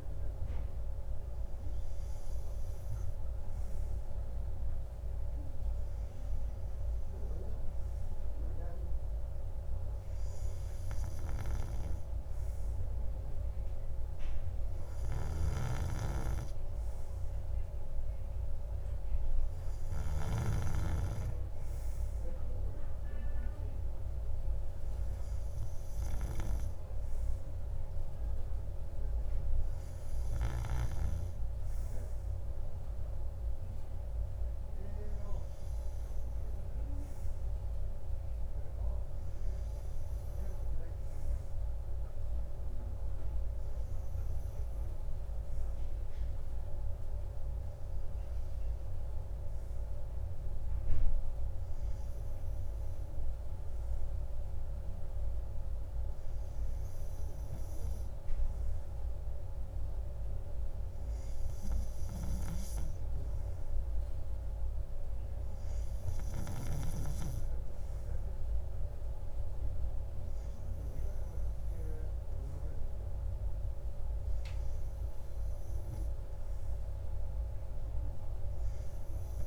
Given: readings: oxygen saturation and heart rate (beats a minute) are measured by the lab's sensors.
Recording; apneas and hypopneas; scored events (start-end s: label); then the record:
breathing in sleep by a room microphone; none
none scored
From the record:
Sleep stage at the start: N2 (light sleep); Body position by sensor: on the right side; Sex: male